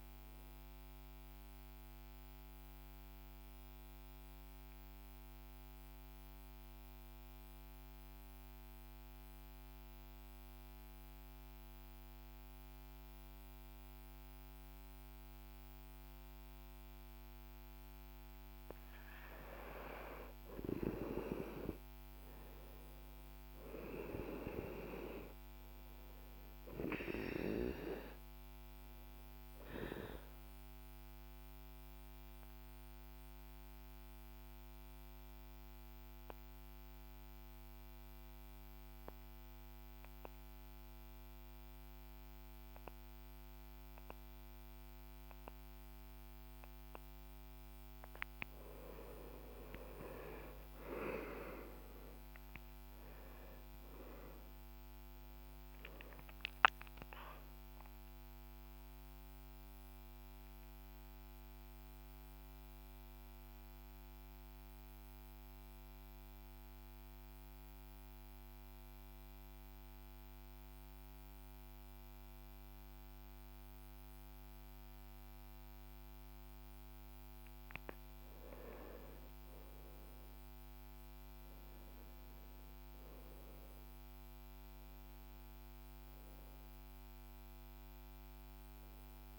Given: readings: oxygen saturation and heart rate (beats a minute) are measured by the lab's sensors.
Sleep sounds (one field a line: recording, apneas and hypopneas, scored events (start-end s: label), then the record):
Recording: breathing in sleep by a microphone on the trachea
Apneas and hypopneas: 3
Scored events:
3.00-17.50 s: central apnea (oxygen 97% before, 92% lowest, heart rate 55 before, 46 extreme, up 17 after)
18.50-26.50 s: oxygen desaturation (device-marked, oxygen 97% before, 92% lowest, heart rate 50 before, 48 extreme)
20.50-24.50 s: arousal
28.50-38.50 s: oxygen desaturation (device-marked, oxygen 98% before, 95% lowest, heart rate 52 before, 48 extreme)
30.50-48.00 s: central apnea (oxygen 98% before, 92% lowest, heart rate 53 before, 45 extreme, up 31 after)
47.50-53.50 s: oxygen desaturation (device-marked, oxygen 96% before, 92% lowest, heart rate 51 before, 45 extreme)
50.50-55.50 s: arousal
58.00-77.00 s: central apnea (oxygen 98% before, 92% lowest, heart rate 57 before, 45 extreme, up 18 after)
72.50-81.50 s: oxygen desaturation (device-marked, oxygen 97% before, 94% lowest, heart rate 58 before, 47 extreme)
79.50-85.00 s: arousal
From the record:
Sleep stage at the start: N2 (light sleep)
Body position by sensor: on the back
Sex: male